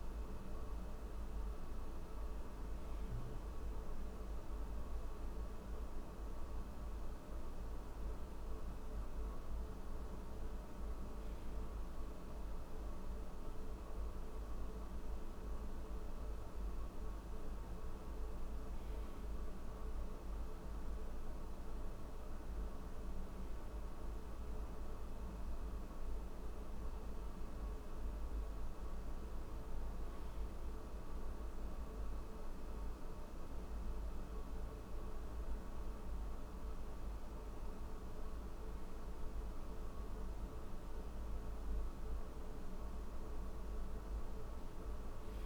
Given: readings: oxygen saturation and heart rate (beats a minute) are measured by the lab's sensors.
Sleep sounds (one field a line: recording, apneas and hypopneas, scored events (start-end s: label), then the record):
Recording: breathing in sleep, hard to hear, by a room microphone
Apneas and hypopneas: none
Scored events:
none scored
From the record:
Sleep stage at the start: N1 (lightest sleep)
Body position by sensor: on the back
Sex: male